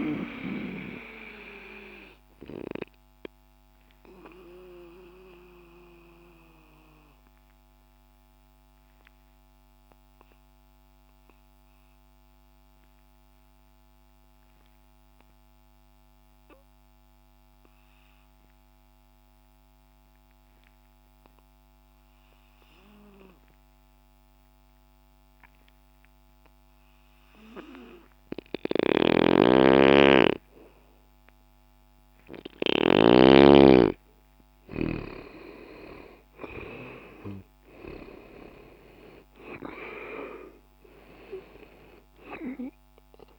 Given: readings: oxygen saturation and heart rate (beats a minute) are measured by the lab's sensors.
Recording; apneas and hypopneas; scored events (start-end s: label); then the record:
breathing in sleep by a microphone on the trachea; 1
0.00-25.00 s: oxygen desaturation (device-marked, oxygen 83% lowest, heart rate 60 extreme)
1.00-29.50 s: obstructive apnea (oxygen 97% before, 83% lowest, heart rate 60 before, 60 extreme, up 0 after)
28.50-33.00 s: snoring (device-marked)
32.00-36.00 s: arousal
From the record:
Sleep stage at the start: N2 (light sleep); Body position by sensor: on the left side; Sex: male